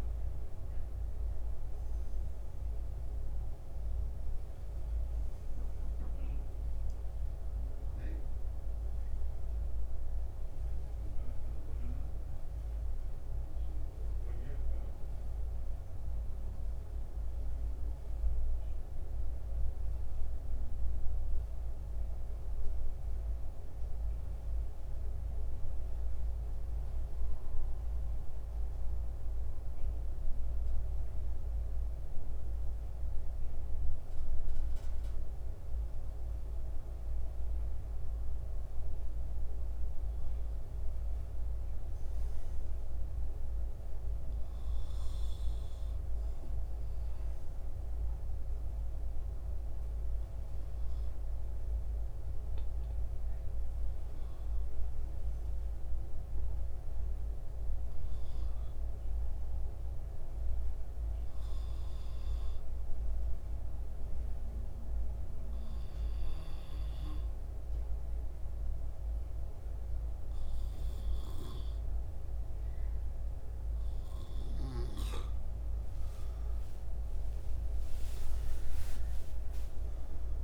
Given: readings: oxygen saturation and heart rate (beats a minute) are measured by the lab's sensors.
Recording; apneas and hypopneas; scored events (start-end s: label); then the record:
breathing in sleep, hard to hear, by a room microphone; 2
0.00-16.00 s: oxygen desaturation (device-marked, oxygen 81% lowest, heart rate 69 extreme)
17.00-21.50 s: arousal
25.50-35.50 s: central apnea (oxygen 93% before, 85% lowest, heart rate 76 before, 69 extreme, up 4 after)
37.50-40.00 s: arousal
42.00-61.00 s: oxygen desaturation (device-marked, oxygen 92% before, 86% lowest, heart rate 73 before, 69 extreme)
61.50-74.00 s: hypopnea (oxygen 92% before, 84% lowest, heart rate 74 before, 69 extreme, up 23 after)
76.00-80.00 s: arousal
From the record:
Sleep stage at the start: N2 (light sleep); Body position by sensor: on the back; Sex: male